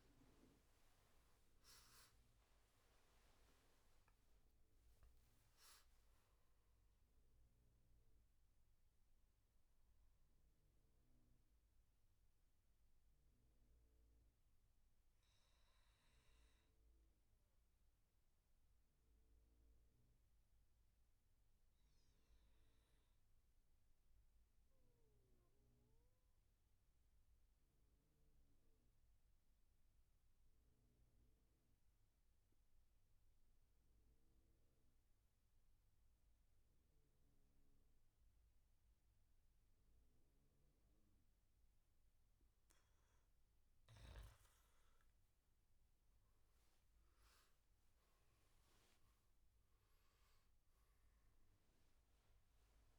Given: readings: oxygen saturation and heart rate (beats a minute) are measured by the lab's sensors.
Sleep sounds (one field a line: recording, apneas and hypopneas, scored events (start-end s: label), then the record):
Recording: breathing in sleep, hard to hear, by a room microphone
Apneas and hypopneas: 1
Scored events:
0.00-1.50 s: arousal
0.00-21.50 s: oxygen desaturation (device-marked, oxygen 90% lowest, heart rate 66 extreme)
11.50-41.00 s: obstructive apnea (oxygen 97% before, 91% lowest, heart rate 85 before, 62 extreme, up 13 after)
41.50-52.99 s: oxygen desaturation (device-marked, oxygen 99% before, 93% lowest, heart rate 70 before, 62 extreme)
42.50-47.00 s: arousal
From the record:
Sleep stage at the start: N2 (light sleep)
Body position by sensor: on the back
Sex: male